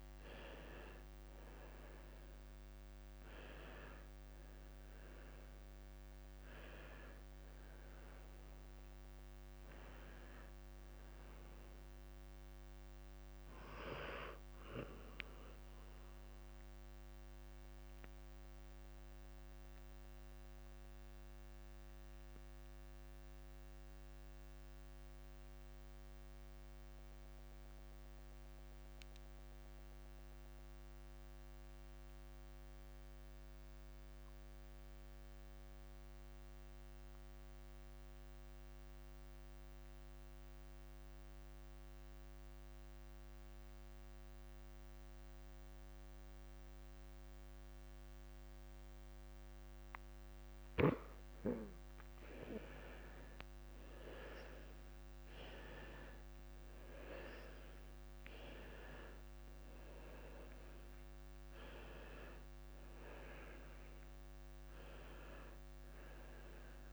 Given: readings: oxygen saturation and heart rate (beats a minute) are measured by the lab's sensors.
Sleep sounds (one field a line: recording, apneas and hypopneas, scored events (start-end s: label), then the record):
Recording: breathing in sleep by a microphone on the trachea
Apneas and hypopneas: 1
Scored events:
0.00-2.00 s: long interval between heartbeats (device-marked, heart rate 61 before, 35 extreme)
0.00-30.00 s: oxygen desaturation (device-marked, oxygen 81% lowest)
9.00-11.00 s: long interval between heartbeats (device-marked)
14.50-16.50 s: long interval between heartbeats (device-marked, heart rate 43 before, 77 extreme)
18.00-50.00 s: mixed apnea (oxygen 87% before, 81% lowest, heart rate 44 before, 54 extreme, up 50 after)
21.00-23.00 s: long interval between heartbeats (device-marked, heart rate 46 before, 66 extreme)
27.00-29.00 s: long interval between heartbeats (device-marked, heart rate 55 before, 66 extreme)
28.00-30.00 s: tachycardia (device-marked, heart rate 57 before, 86 extreme)
30.50-32.50 s: long interval between heartbeats (device-marked, heart rate 63 before, 99 extreme)
47.00-66.93 s: oxygen desaturation (device-marked, oxygen 98% before, 84% lowest, heart rate 71 before, 52 extreme)
51.50-53.50 s: long interval between heartbeats (device-marked, heart rate 65 before, 78 extreme)
52.00-54.00 s: tachycardia (device-marked, heart rate 57 before, 91 extreme)
52.50-56.50 s: arousal
58.00-60.00 s: long interval between heartbeats (device-marked, heart rate 68 before, 88 extreme)
60.50-62.50 s: long interval between heartbeats (device-marked, heart rate 72 before, 85 extreme)
65.50-66.93 s: long interval between heartbeats (device-marked, heart rate 79 before, 86 extreme)
From the record:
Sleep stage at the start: N2 (light sleep)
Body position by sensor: on the left side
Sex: male